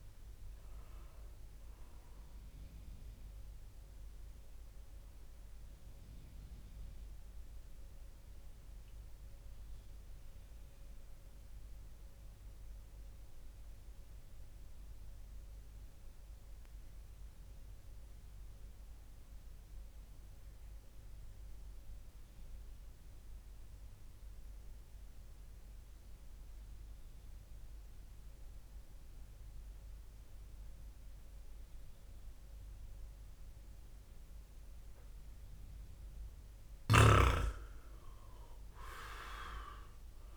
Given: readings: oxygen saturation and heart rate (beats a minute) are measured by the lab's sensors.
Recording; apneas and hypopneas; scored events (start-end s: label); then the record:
breathing in sleep by a room microphone; 1
0.00-2.50 s: oxygen desaturation (device-marked, oxygen 95% lowest)
6.00-36.00 s: mixed apnea (oxygen 98% before, 95% lowest, heart rate 50 before, 57 extreme, up 3 after)
From the record:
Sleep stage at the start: N2 (light sleep); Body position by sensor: on the back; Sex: male